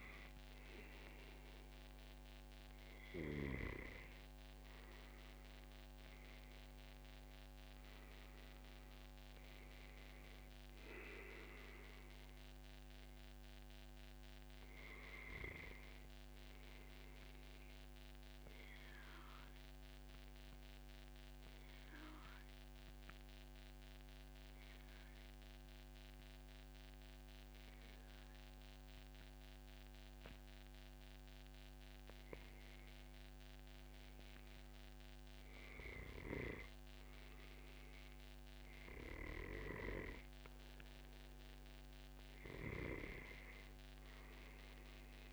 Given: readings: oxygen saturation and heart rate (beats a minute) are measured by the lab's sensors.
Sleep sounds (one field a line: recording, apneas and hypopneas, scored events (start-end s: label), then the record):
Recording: breathing in sleep by a microphone on the trachea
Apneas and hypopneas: 1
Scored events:
3.00-5.00 s: long interval between heartbeats (device-marked, heart rate 136 before, 97 extreme)
16.50-32.00 s: obstructive apnea (oxygen 97% before, 93% lowest, heart rate 127 before, 97 extreme, up 48 after)
23.50-25.50 s: long interval between heartbeats (device-marked, heart rate 137 before, 117 extreme)
34.00-39.00 s: arousal
From the record:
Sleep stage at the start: N2 (light sleep)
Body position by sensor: on the back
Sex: male